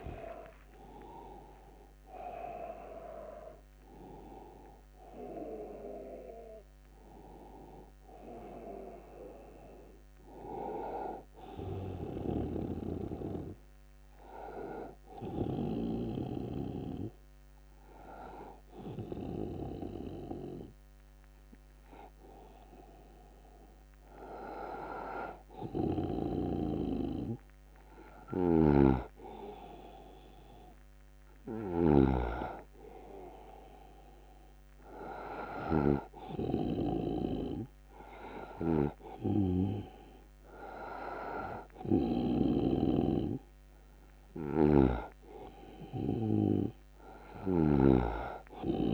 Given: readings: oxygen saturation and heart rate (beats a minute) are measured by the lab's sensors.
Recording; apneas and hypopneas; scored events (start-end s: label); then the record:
breathing in sleep by a microphone on the trachea; 1
0.00-4.00 s: tachycardia (device-marked, heart rate 158 extreme)
0.00-16.00 s: oxygen desaturation (device-marked, oxygen 92% lowest, heart rate 75 extreme)
16.00-27.00 s: hypopnea (oxygen 98% before, 94% lowest, heart rate 109 before, 75 extreme, up 9 after)
28.50-48.93 s: snoring (device-marked)
29.50-33.00 s: arousal
From the record:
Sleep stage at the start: N2 (light sleep); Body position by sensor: on the right side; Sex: male